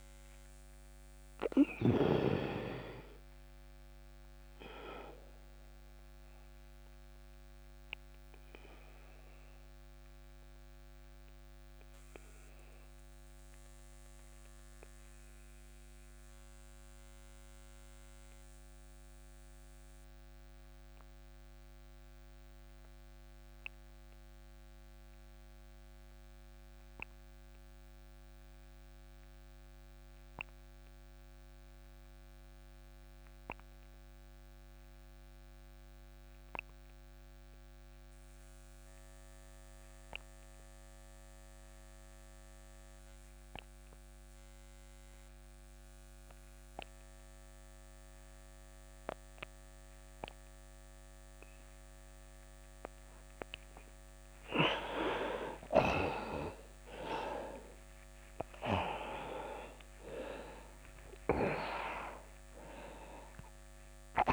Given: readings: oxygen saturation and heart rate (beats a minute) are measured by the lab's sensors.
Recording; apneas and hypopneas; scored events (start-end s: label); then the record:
breathing in sleep by a microphone on the trachea; 1
0.00-26.00 s: oxygen desaturation (device-marked, oxygen 82% lowest)
3.00-53.50 s: obstructive apnea (oxygen 97% before, 82% lowest)
42.00-64.33 s: oxygen desaturation (device-marked, oxygen 98% before, 82% lowest)
55.50-61.00 s: arousal
From the record:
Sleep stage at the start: N2 (light sleep); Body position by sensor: on the back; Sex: male